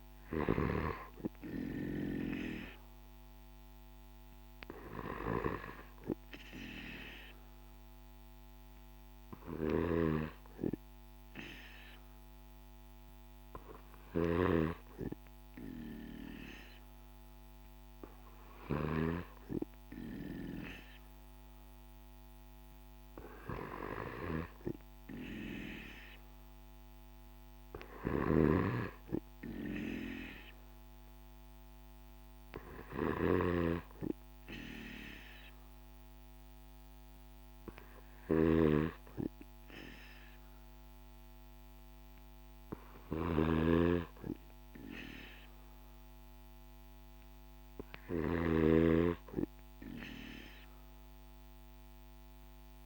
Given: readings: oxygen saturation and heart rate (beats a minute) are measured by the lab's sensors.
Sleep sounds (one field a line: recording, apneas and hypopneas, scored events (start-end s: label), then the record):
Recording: breathing in sleep by a microphone on the trachea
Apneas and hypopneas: none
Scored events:
27.50-52.86 s: snoring (device-marked)
From the record:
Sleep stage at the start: N3 (deep sleep)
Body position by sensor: on the right side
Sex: male